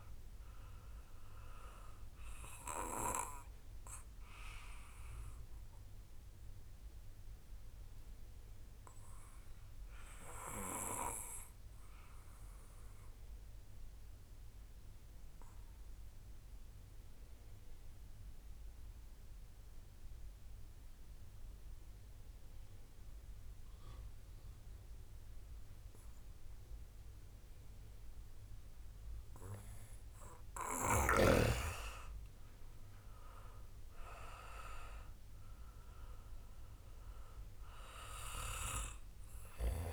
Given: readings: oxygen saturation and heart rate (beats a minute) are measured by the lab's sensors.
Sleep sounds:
breathing in sleep by a room microphone; 1
0.00-14.00 s: oxygen desaturation (device-marked, oxygen 89% lowest, heart rate 56 extreme)
3.50-29.50 s: obstructive apnea (oxygen 96% before, 87% lowest, heart rate 61 before, 43 extreme, up 14 after)
33.00-39.93 s: oxygen desaturation (device-marked, oxygen 95% before, 87% lowest, heart rate 63 before, 43 extreme)
33.50-37.50 s: arousal
From the record:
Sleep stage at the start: N2 (light sleep); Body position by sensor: on the back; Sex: male

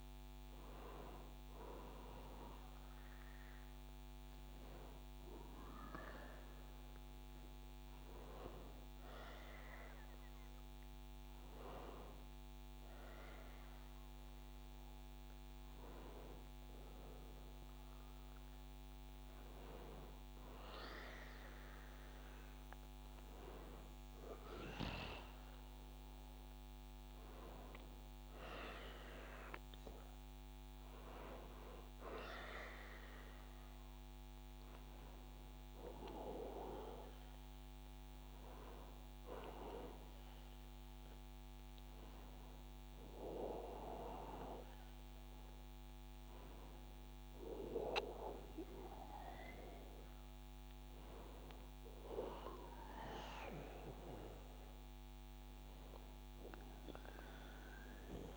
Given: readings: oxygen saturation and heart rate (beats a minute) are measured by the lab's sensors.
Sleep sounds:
a person awake in a sleep study, by a microphone on the trachea; none
none scored
From the record:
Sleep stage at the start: awake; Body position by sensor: on the back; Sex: male

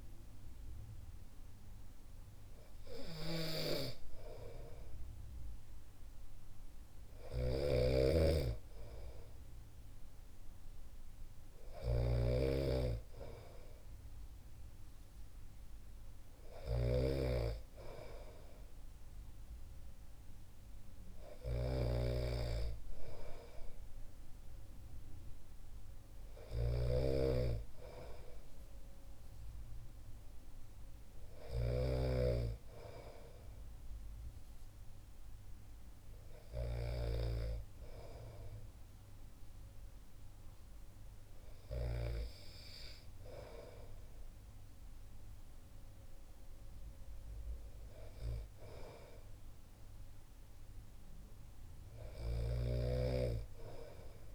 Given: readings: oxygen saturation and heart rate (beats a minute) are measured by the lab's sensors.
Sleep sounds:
breathing in sleep by a room microphone; none
0.00-37.00 s: snoring (device-marked)
From the record:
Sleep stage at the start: N2 (light sleep); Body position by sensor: on the back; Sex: male

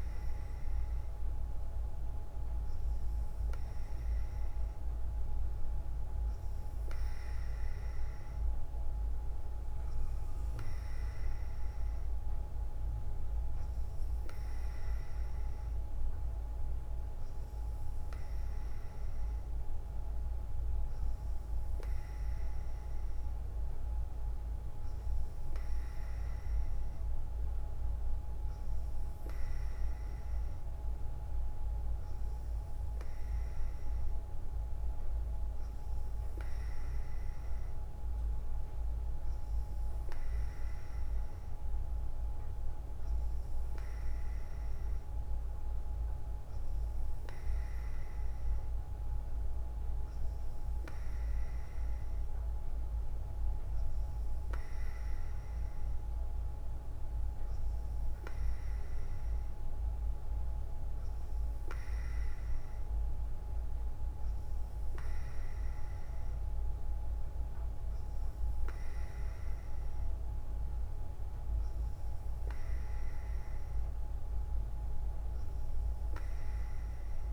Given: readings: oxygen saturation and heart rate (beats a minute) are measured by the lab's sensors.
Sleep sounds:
breathing in sleep, hard to hear, by a room microphone; none
none scored
From the record:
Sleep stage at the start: N2 (light sleep); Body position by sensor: on the front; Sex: female

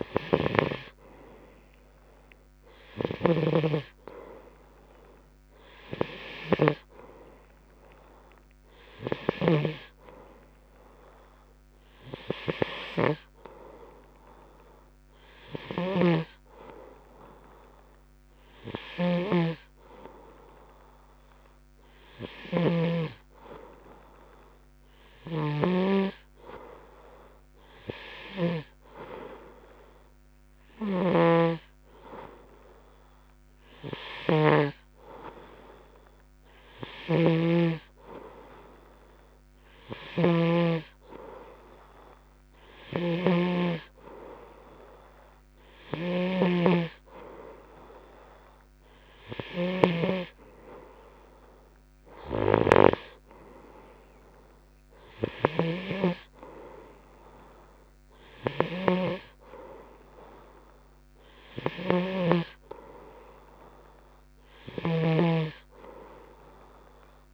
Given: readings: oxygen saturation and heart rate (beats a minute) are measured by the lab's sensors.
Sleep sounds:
breathing in sleep by a microphone on the trachea; none
0.50-26.50 s: snoring (device-marked)
31.00-67.34 s: snoring (device-marked)
52.50-67.34 s: oxygen desaturation (device-marked, oxygen 94% before, 91% lowest)
From the record:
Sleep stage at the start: N2 (light sleep); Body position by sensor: on the right side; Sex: male

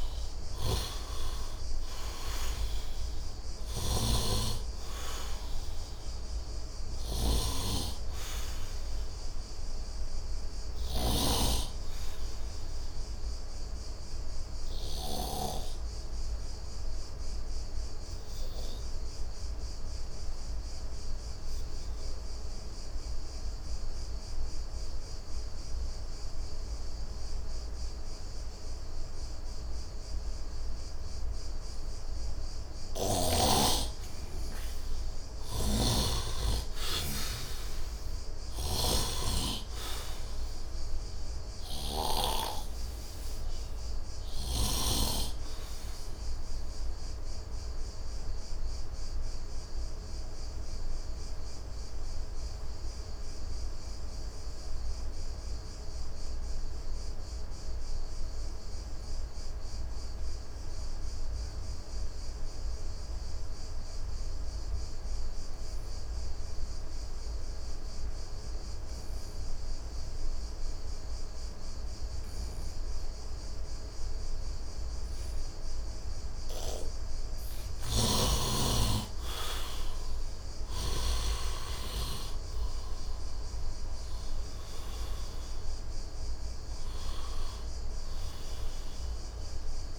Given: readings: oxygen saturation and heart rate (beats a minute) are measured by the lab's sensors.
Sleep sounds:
breathing in sleep by a room microphone; 2
0.00-1.50 s: arousal
0.00-15.00 s: snoring (device-marked)
0.00-20.50 s: oxygen desaturation (device-marked, oxygen 66% lowest, heart rate 71 extreme)
14.00-33.50 s: obstructive apnea (oxygen 82% before, 66% lowest, heart rate 80 before, 68 extreme, up 27 after)
34.50-58.50 s: oxygen desaturation (device-marked, oxygen 100% before, 77% lowest, heart rate 75 before, 68 extreme)
35.00-41.00 s: arousal
35.00-42.00 s: snoring (device-marked)
47.50-77.00 s: obstructive apnea (oxygen 100% before, 69% lowest, heart rate 84 before, 68 extreme, up 9 after)
66.50-89.99 s: oxygen desaturation (device-marked, oxygen 99% before, 69% lowest, heart rate 73 before, 69 extreme)
76.00-81.00 s: snoring (device-marked)
79.00-81.50 s: arousal
From the record:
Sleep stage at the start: N2 (light sleep); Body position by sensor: on the right side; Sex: male

